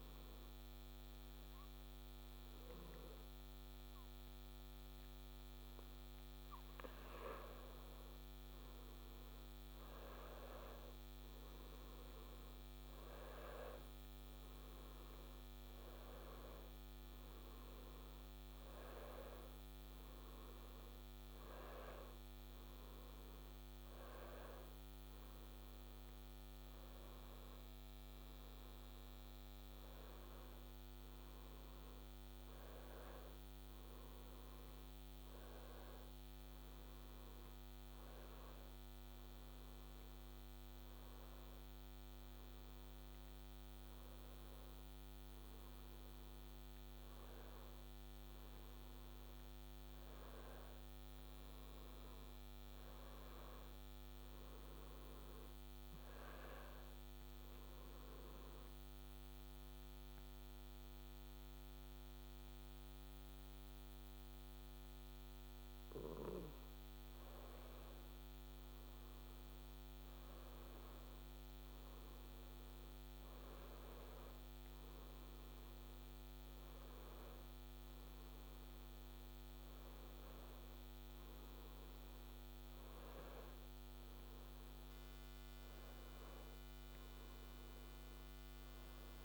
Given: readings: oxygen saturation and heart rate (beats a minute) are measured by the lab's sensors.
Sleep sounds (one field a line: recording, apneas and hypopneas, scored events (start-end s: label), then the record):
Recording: breathing in sleep, hard to hear, by a microphone on the trachea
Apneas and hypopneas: 1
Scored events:
49.00-53.50 s: arousal
57.00-67.00 s: obstructive apnea (oxygen 97% before, 94% lowest, heart rate 69 before, 63 extreme, up 4 after)
69.00-73.00 s: arousal
From the record:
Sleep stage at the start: N1 (lightest sleep)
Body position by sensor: on the back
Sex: male